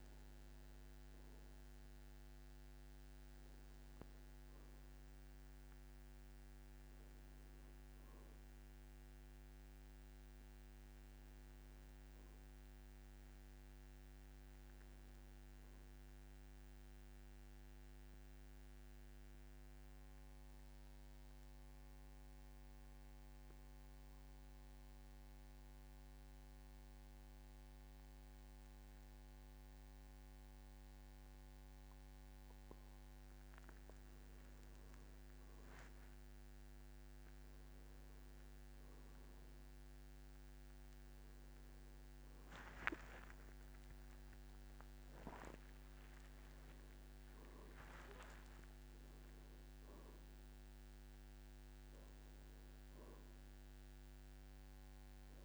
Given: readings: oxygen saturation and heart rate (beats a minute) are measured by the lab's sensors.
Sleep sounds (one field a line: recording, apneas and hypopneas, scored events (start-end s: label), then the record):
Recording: breathing in sleep, hard to hear, by a microphone on the trachea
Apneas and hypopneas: 1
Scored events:
0.00-16.50 s: oxygen desaturation (device-marked, oxygen 89% lowest, heart rate 50 extreme)
17.00-33.00 s: mixed apnea (oxygen 98% before, 94% lowest, heart rate 55 before, 50 extreme, up 10 after)
38.50-44.00 s: arousal
42.50-46.50 s: tachycardia (device-marked, heart rate 57 before, 109 extreme)
42.50-55.45 s: oxygen desaturation (device-marked, oxygen 99% before, 94% lowest, heart rate 53 before, 51 extreme)
46.00-48.00 s: long interval between heartbeats (device-marked, heart rate 57 before, 103 extreme)
From the record:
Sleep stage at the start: N2 (light sleep)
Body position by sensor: on the back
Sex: male